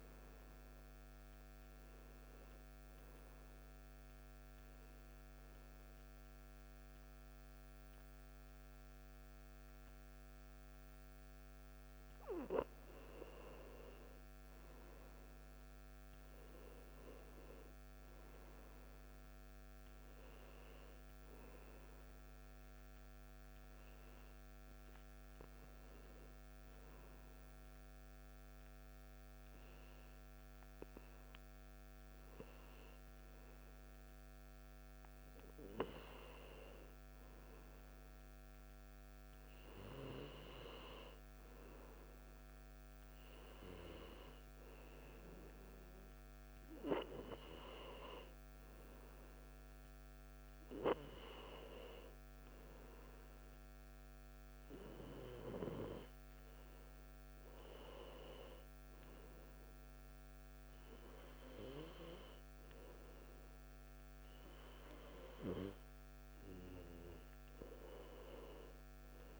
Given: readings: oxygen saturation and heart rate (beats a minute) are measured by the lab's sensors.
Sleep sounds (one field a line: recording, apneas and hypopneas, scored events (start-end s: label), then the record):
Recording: breathing in sleep by a microphone on the trachea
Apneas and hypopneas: 1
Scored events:
4.00-14.00 s: hypopnea (oxygen 93% before, 90% lowest, heart rate 65 before, 62 extreme, up 4 after)
15.50-19.00 s: arousal
22.00-32.00 s: oxygen desaturation (device-marked, oxygen 93% before, 90% lowest, heart rate 64 before, 64 extreme)
From the record:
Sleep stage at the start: N2 (light sleep)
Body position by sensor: on the back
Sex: male